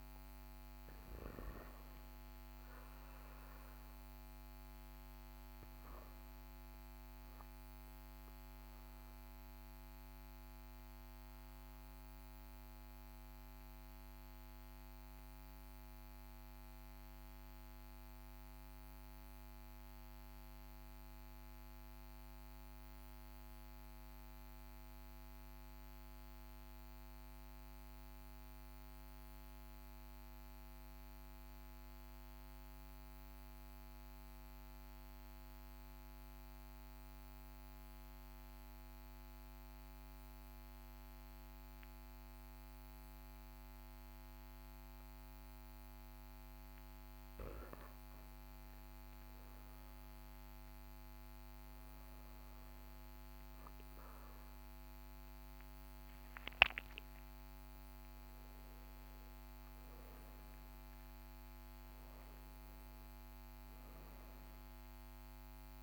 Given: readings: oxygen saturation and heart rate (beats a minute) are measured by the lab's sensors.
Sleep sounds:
breathing in sleep, hard to hear, by a microphone on the trachea; 1
0.00-18.50 s: oxygen desaturation (device-marked, oxygen 91% lowest, heart rate 38 extreme)
12.00-47.50 s: mixed apnea (oxygen 97% before, 91% lowest, heart rate 41 before, 38 extreme, up 3 after)
49.00-54.00 s: arousal
From the record:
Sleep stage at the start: N2 (light sleep); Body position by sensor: on the back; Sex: male

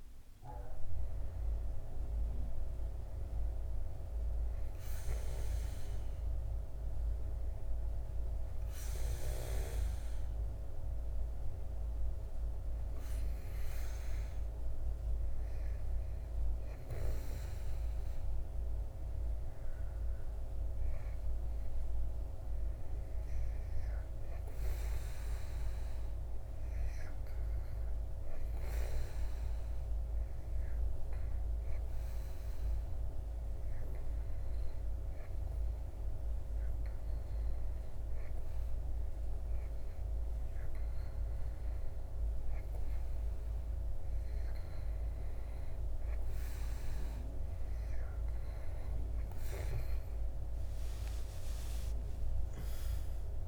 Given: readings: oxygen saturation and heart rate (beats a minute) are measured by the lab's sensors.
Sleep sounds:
breathing in sleep, hard to hear, by a room microphone; 1
20.00-47.50 s: hypopnea (oxygen 96% before, 90% lowest, heart rate 81 before, 68 extreme, up 15 after)
38.50-53.48 s: oxygen desaturation (device-marked, oxygen 96% before, 90% lowest, heart rate 78 before, 68 extreme)
50.00-53.48 s: arousal
From the record:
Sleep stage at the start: N2 (light sleep); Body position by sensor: on the back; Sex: male

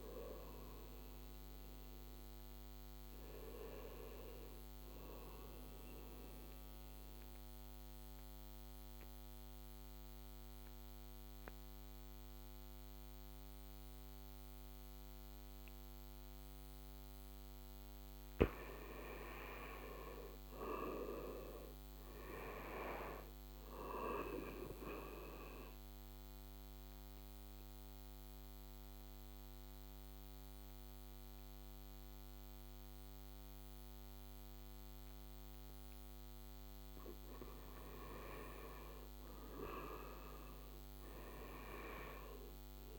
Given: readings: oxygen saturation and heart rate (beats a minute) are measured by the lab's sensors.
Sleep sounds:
breathing in sleep by a microphone on the trachea; 2
0.00-4.50 s: oxygen desaturation (device-marked, oxygen 89% lowest, heart rate 69 extreme)
5.50-18.00 s: mixed apnea (oxygen 96% before, 86% lowest, heart rate 75 before, 68 extreme, up 9 after)
12.50-17.50 s: oxygen desaturation (device-marked, oxygen 91% before, 88% lowest, heart rate 73 before, 68 extreme)
20.00-23.00 s: arousal
23.50-39.50 s: oxygen desaturation (device-marked, oxygen 99% before, 86% lowest, heart rate 74 before, 68 extreme)
25.50-36.50 s: obstructive apnea (oxygen 99% before, 86% lowest, heart rate 75 before, 68 extreme, up 17 after)
39.00-42.50 s: arousal
From the record:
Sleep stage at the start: N2 (light sleep); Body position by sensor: on the right side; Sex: male

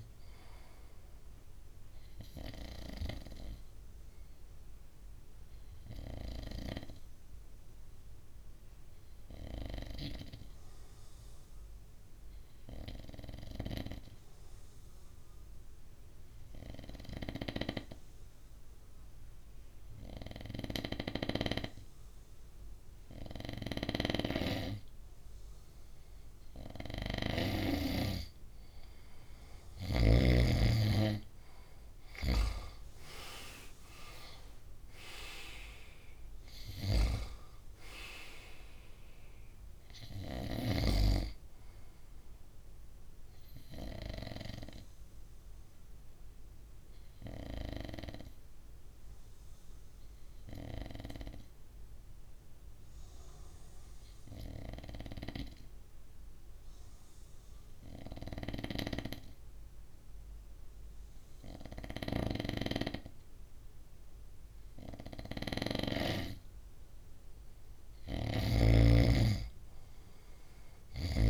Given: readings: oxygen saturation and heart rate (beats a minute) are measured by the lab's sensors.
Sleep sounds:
breathing in sleep by a room microphone; 2
2.00-24.00 s: obstructive apnea (oxygen 98% before, 93% lowest, heart rate 64 before, 60 extreme, up 4 after)
24.50-54.50 s: oxygen desaturation (device-marked, oxygen 97% before, 93% lowest, heart rate 61 before, 60 extreme)
26.50-30.00 s: snoring (device-marked)
30.00-34.50 s: arousal
43.00-66.00 s: obstructive apnea (oxygen 97% before, 93% lowest, heart rate 65 before, 59 extreme, up 5 after)
65.00-68.50 s: snoring (device-marked)
67.50-71.00 s: arousal
From the record:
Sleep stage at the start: N2 (light sleep); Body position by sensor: on the right side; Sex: male

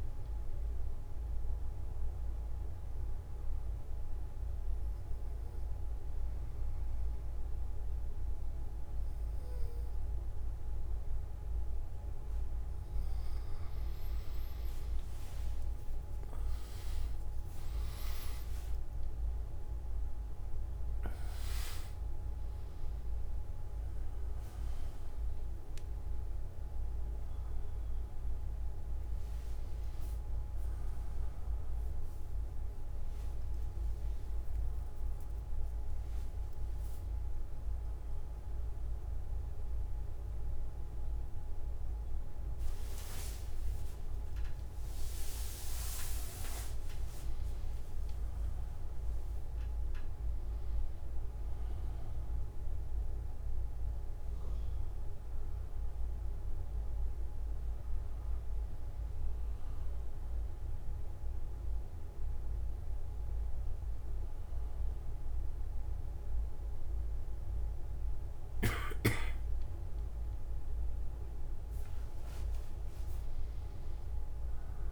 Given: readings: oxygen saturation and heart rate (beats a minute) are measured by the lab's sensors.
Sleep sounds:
breathing in sleep, hard to hear, by a room microphone; 1
1.00-13.50 s: obstructive apnea (oxygen 99% before, 94% lowest)
12.50-39.50 s: oxygen desaturation (device-marked, oxygen 98% before, 94% lowest)
From the record:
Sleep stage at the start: N1 (lightest sleep); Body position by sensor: on the back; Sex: male

